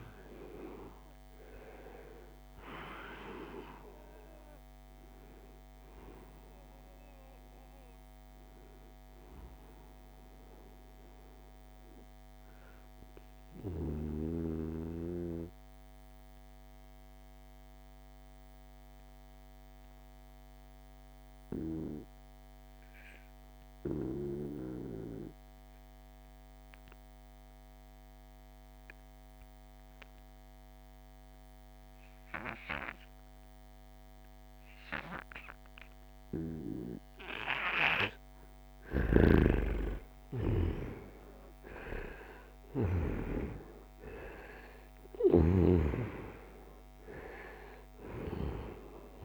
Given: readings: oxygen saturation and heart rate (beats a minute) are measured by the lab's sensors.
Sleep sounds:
breathing in sleep by a microphone on the trachea; 1
0.00-17.00 s: oxygen desaturation (device-marked, oxygen 88% lowest, heart rate 66 extreme)
3.00-5.00 s: long interval between heartbeats (device-marked, heart rate 76 before, 97 extreme)
11.50-13.50 s: long interval between heartbeats (device-marked, heart rate 87 before, 89 extreme)
13.50-15.50 s: long interval between heartbeats (device-marked, heart rate 90 before, 94 extreme)
14.50-36.50 s: obstructive apnea (oxygen 96% before, 90% lowest, heart rate 91 before, 68 extreme, up 7 after)
34.00-43.00 s: oxygen desaturation (device-marked, oxygen 98% before, 94% lowest, heart rate 76 before, 71 extreme)
38.00-42.50 s: snoring (device-marked)
42.00-48.00 s: arousal
From the record:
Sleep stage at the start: N2 (light sleep); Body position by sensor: on the right side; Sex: male

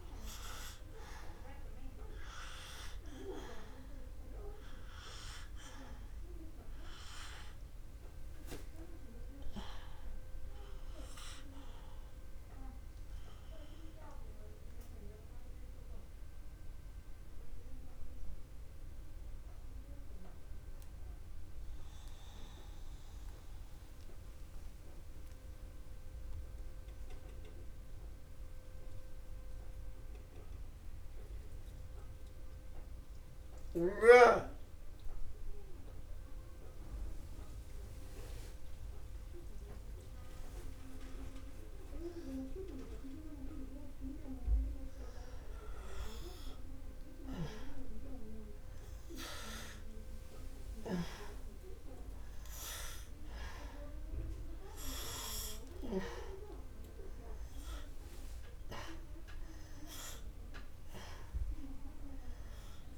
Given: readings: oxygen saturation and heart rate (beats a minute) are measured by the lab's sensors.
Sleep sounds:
breathing in sleep by a room microphone; 1
0.00-30.50 s: oxygen desaturation (device-marked, oxygen 82% lowest, heart rate 57 extreme)
17.50-47.00 s: mixed apnea (oxygen 95% before, 85% lowest, heart rate 65 before, 34 extreme, up 17 after)
44.50-62.98 s: oxygen desaturation (device-marked, oxygen 98% before, 85% lowest)
50.00-54.50 s: arousal
From the record:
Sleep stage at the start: N2 (light sleep); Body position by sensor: on the back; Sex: male

